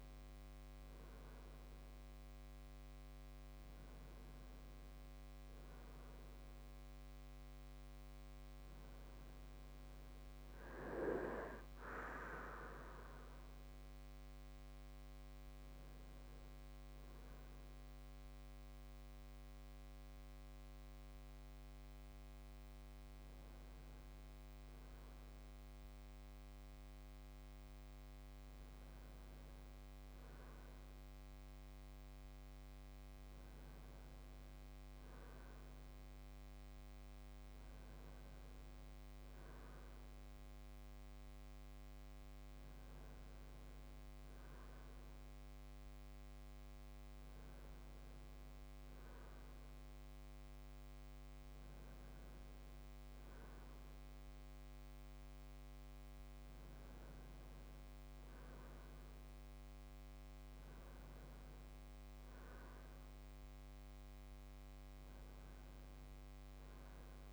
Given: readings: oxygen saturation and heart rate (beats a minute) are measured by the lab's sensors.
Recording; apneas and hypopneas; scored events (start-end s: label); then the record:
breathing in sleep, hard to hear, by a microphone on the trachea; none
none scored
From the record:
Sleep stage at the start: N2 (light sleep); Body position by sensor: on the right side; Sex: male